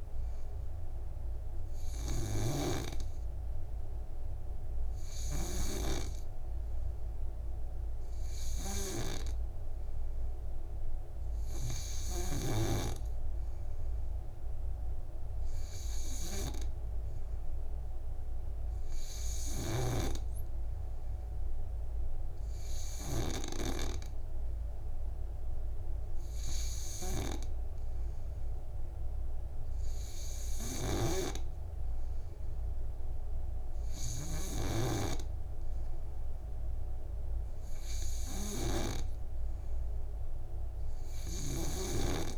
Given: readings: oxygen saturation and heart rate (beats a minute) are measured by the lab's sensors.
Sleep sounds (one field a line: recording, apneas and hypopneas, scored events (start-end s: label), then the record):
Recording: breathing in sleep by a room microphone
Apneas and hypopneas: none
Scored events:
0.00-6.00 s: snoring (device-marked)
20.00-24.00 s: snoring (device-marked)
31.00-42.38 s: snoring (device-marked)
From the record:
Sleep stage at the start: N2 (light sleep)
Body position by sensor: on the back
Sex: male